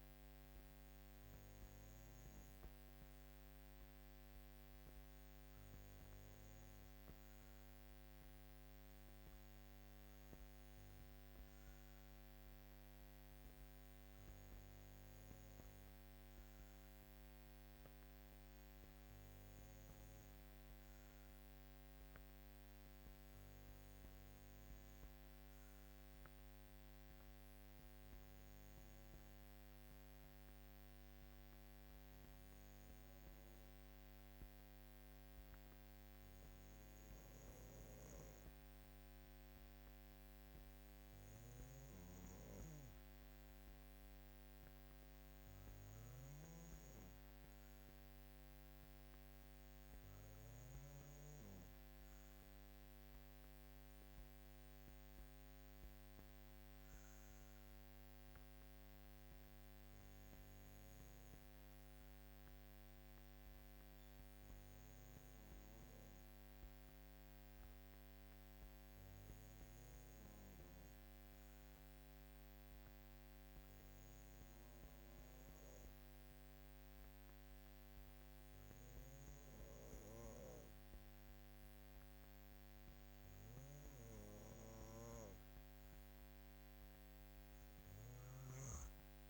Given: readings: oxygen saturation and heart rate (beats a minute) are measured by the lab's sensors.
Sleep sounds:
breathing in sleep, hard to hear, by a microphone on the trachea; 1
48.50-53.50 s: arousal
58.00-84.50 s: hypopnea (oxygen 96% before, 92% lowest, heart rate 58 before, 52 extreme, up 6 after)
From the record:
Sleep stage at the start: N2 (light sleep); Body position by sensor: on the back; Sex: female

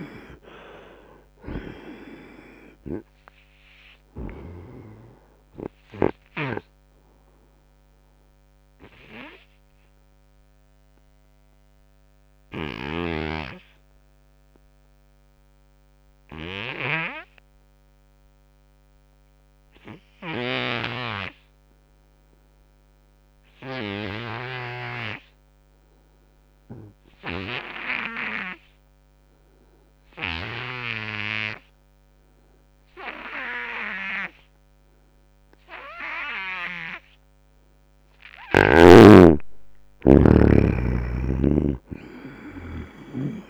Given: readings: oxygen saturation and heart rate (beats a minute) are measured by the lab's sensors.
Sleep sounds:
breathing in sleep by a microphone on the trachea; 1
0.00-18.50 s: oxygen desaturation (device-marked, oxygen 70% lowest, heart rate 64 extreme)
6.50-37.50 s: obstructive apnea (oxygen 96% before, 70% lowest, heart rate 73 before, 76 extreme, up 7 after)
29.50-43.50 s: oxygen desaturation (device-marked, oxygen 98% before, 72% lowest, heart rate 84 before, 76 extreme)
39.00-43.00 s: arousal
From the record:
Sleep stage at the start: N2 (light sleep); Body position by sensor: on the front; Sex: male

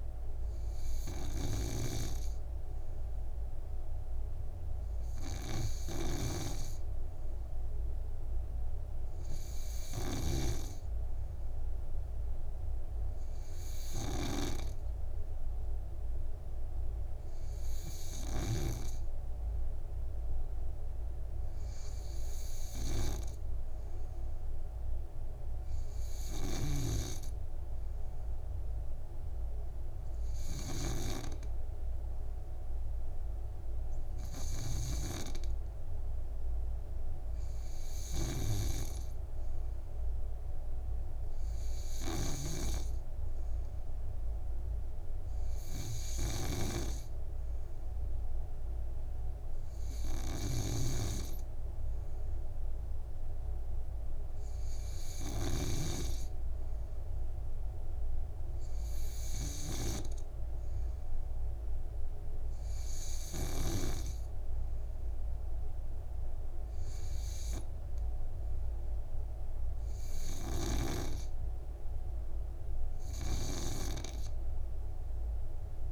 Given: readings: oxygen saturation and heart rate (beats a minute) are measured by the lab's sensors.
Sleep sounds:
breathing in sleep by a room microphone; none
0.00-11.00 s: snoring (device-marked)
27.00-56.50 s: snoring (device-marked)
From the record:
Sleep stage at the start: N2 (light sleep); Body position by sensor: on the back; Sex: male

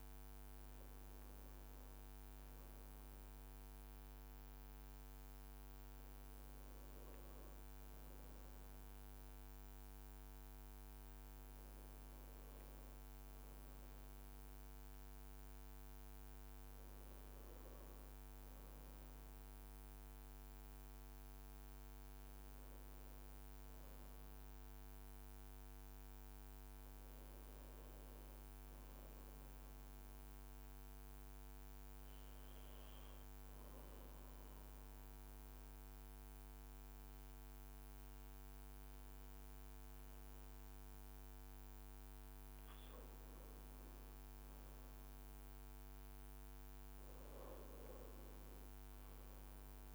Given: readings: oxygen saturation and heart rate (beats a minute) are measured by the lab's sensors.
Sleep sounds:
breathing in sleep, hard to hear, by a microphone on the trachea; 1
3.50-49.95 s: new sleep stage, N2 (light sleep)
31.50-41.50 s: obstructive apnea (oxygen 96% before, 91% lowest, heart rate 58 before, 54 extreme, up 1 after)
44.50-49.00 s: arousal
47.50-49.95 s: leg movement (device-marked)
From the record:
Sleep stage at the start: N1 (lightest sleep); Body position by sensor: on the right side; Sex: male

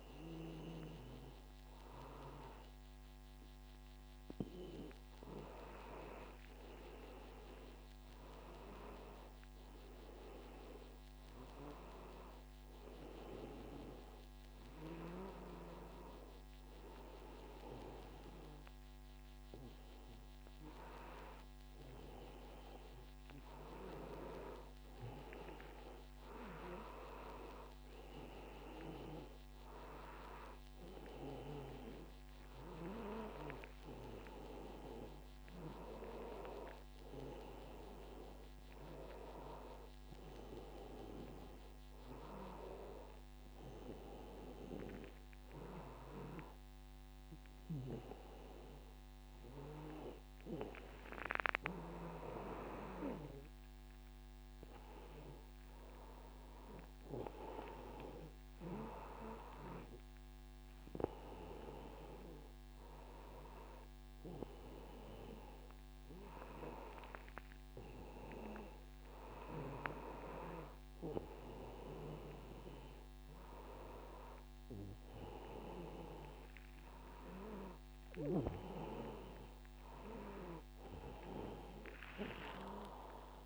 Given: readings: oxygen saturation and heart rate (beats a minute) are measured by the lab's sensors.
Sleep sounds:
a person awake in a sleep study, by a microphone on the trachea; none
none scored
From the record:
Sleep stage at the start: awake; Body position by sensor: on the back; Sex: male

